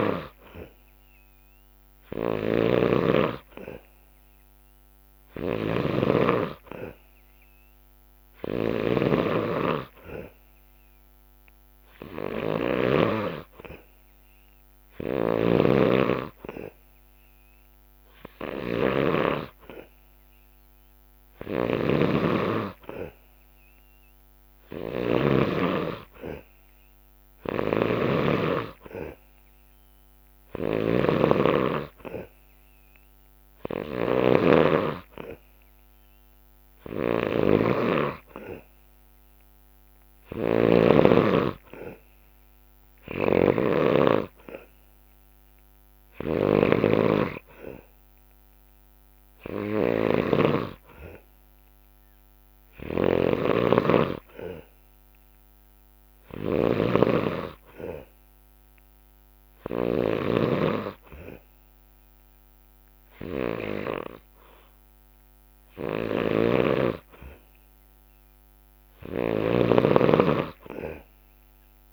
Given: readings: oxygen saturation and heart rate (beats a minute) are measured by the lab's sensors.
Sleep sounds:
breathing in sleep by a microphone on the trachea; none
0.00-19.00 s: snoring (device-marked)
21.00-25.00 s: snoring (device-marked)
27.00-59.50 s: snoring (device-marked)
65.50-71.92 s: snoring (device-marked)
From the record:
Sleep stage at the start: N2 (light sleep); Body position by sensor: on the back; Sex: male

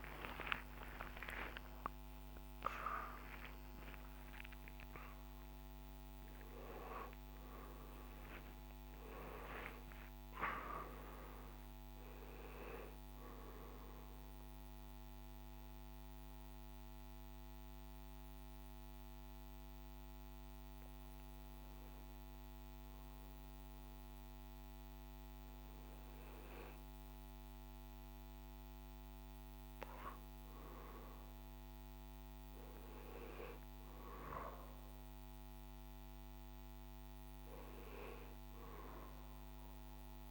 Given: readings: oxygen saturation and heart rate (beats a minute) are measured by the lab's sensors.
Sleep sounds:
breathing in sleep by a microphone on the trachea; none
0.50-7.50 s: arousal
From the record:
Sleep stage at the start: N1 (lightest sleep); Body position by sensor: on the back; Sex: male

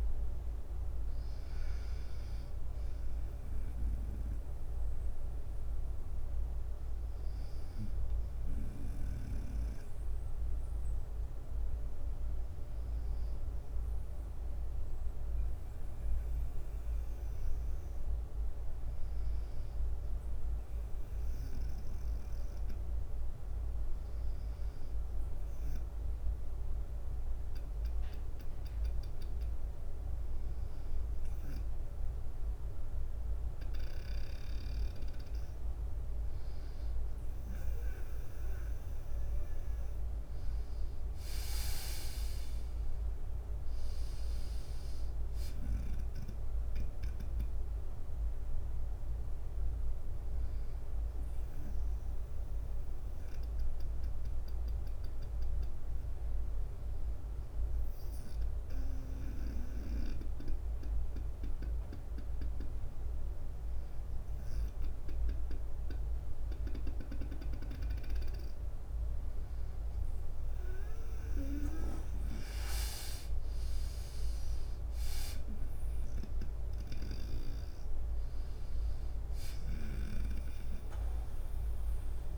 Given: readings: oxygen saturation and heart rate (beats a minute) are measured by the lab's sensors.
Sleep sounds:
breathing in sleep by a room microphone; 2
0.00-5.50 s: drop in pulse transit time (device-marked, heart rate 54 extreme)
0.00-41.50 s: bradycardia (device-marked, heart rate 50 extreme)
12.50-29.00 s: hypopnea (oxygen 98% before, 96% lowest, heart rate 59 before, 52 extreme, up 2 after)
22.50-30.50 s: drop in pulse transit time (device-marked, heart rate 52 before, 52 extreme)
31.50-35.00 s: arousal
44.50-70.50 s: bradycardia (device-marked, heart rate 56 before, 55 extreme)
51.50-67.50 s: hypopnea (oxygen 98% before, 96% lowest, heart rate 56 before, 52 extreme, up 5 after)
72.50-76.50 s: arousal
78.50-82.38 s: bradycardia (device-marked, heart rate 56 before, 52 extreme)
From the record:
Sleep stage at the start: N2 (light sleep); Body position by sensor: on the right side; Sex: male

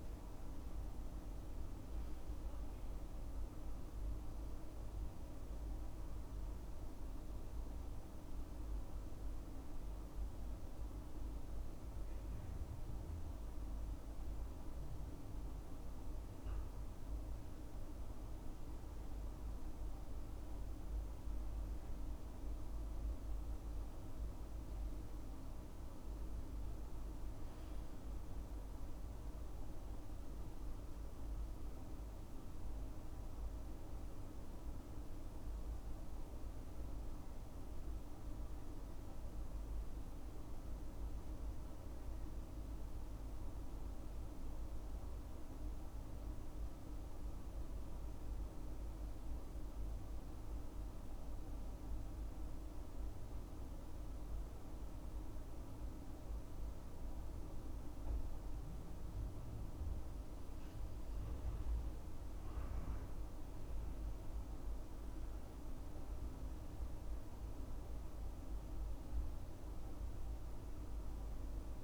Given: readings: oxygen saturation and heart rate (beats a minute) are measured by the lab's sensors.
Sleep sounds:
breathing in sleep, hard to hear, by a room microphone; 2
7.00-19.50 s: hypopnea (oxygen 98% before, 96% lowest, heart rate 70 before, 64 extreme, up 12 after)
24.50-27.00 s: arousal
34.50-49.00 s: hypopnea (oxygen 97% before, 96% lowest, heart rate 70 before, 67 extreme, up 3 after)
52.00-55.00 s: arousal
From the record:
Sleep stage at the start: N2 (light sleep); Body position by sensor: on the left side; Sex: male

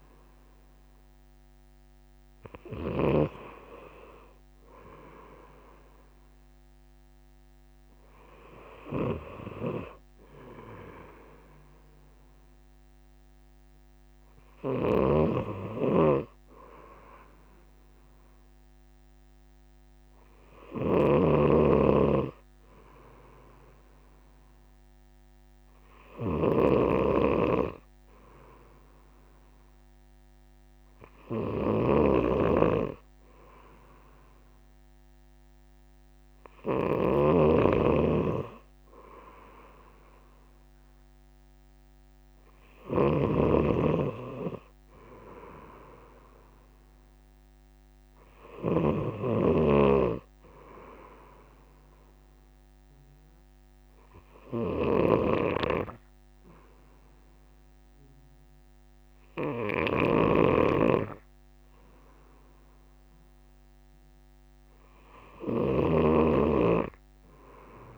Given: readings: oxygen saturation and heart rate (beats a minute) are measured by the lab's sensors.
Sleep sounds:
breathing in sleep by a microphone on the trachea; none
0.00-15.00 s: snoring (device-marked)
21.00-37.00 s: snoring (device-marked)
43.00-67.98 s: snoring (device-marked)
From the record:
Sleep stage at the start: N2 (light sleep); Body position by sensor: on the right side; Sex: male

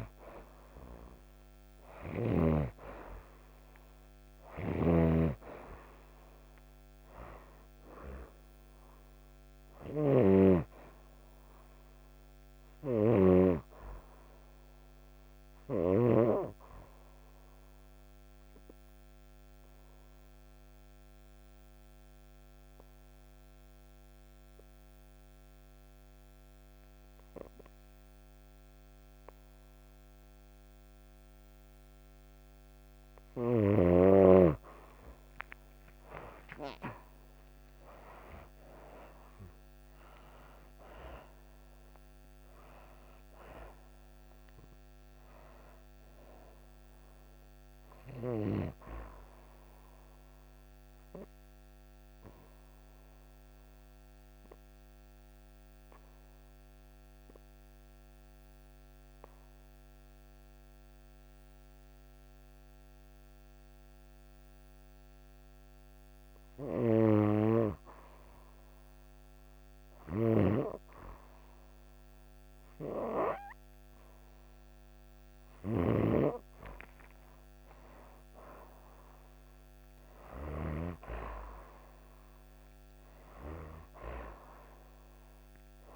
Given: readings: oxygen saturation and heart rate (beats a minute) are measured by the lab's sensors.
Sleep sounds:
breathing in sleep by a microphone on the trachea; 2
0.00-1.00 s: arousal
1.00-16.00 s: oxygen desaturation (device-marked, oxygen 99% before, 93% lowest)
4.00-16.00 s: snoring (device-marked)
17.50-32.00 s: obstructive apnea (oxygen 100% before, 90% lowest)
22.00-30.00 s: oxygen desaturation (device-marked, oxygen 97% before, 91% lowest)
36.00-39.50 s: arousal
44.00-69.00 s: oxygen desaturation (device-marked, oxygen 97% before, 90% lowest)
49.50-65.50 s: obstructive apnea (oxygen 97% before, 90% lowest)
73.50-77.00 s: arousal
78.00-85.96 s: oxygen desaturation (device-marked, oxygen 98% before, 93% lowest)
From the record:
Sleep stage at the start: N2 (light sleep); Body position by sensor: on the right side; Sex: female

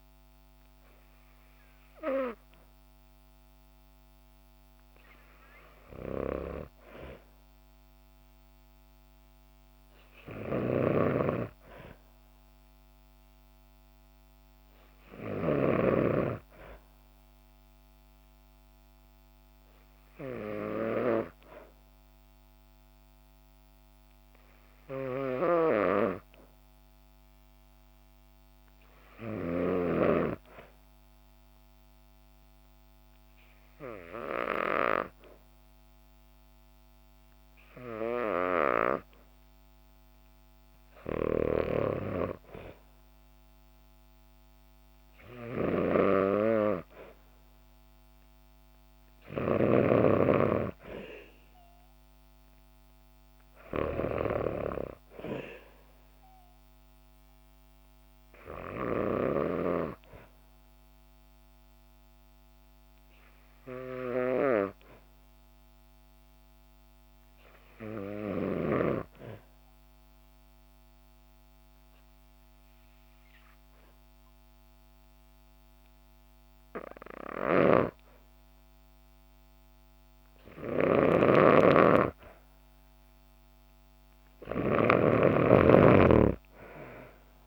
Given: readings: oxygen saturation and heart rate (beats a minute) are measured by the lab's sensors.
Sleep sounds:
breathing in sleep by a microphone on the trachea; 2
0.00-13.50 s: oxygen desaturation (device-marked, oxygen 92% lowest, heart rate 60 extreme)
10.50-15.50 s: snoring (device-marked)
31.00-42.00 s: hypopnea (oxygen 96% before, 91% lowest, heart rate 62 before, 62 extreme, up 3 after)
41.00-59.50 s: snoring (device-marked)
43.50-47.00 s: arousal
66.50-81.50 s: hypopnea (oxygen 95% before, 82% lowest, heart rate 64 before, 60 extreme, up 3 after)
77.50-87.47 s: snoring (device-marked)
82.00-85.50 s: arousal
From the record:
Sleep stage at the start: N2 (light sleep); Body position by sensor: on the back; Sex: female

